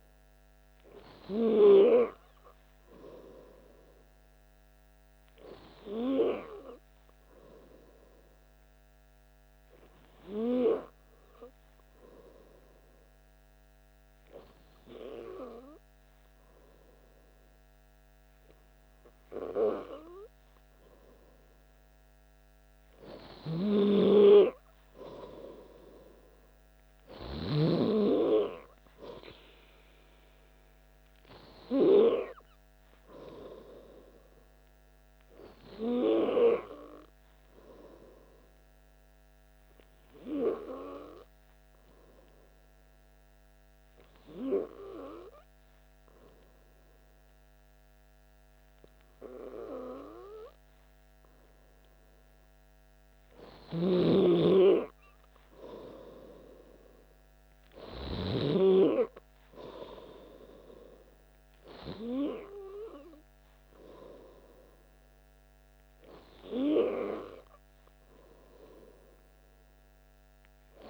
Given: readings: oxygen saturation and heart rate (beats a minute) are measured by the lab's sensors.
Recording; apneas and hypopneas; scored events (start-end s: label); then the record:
breathing in sleep by a microphone on the trachea; 2
2.50-6.00 s: arousal
10.00-22.00 s: hypopnea (oxygen 96% before, 94% lowest, heart rate 60 before, 60 extreme, up 1 after)
26.00-29.50 s: arousal
39.00-53.00 s: hypopnea (oxygen 96% before, 94% lowest, heart rate 60 before, 60 extreme, up 2 after)
56.50-60.00 s: arousal
From the record:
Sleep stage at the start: N2 (light sleep); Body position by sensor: on the back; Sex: male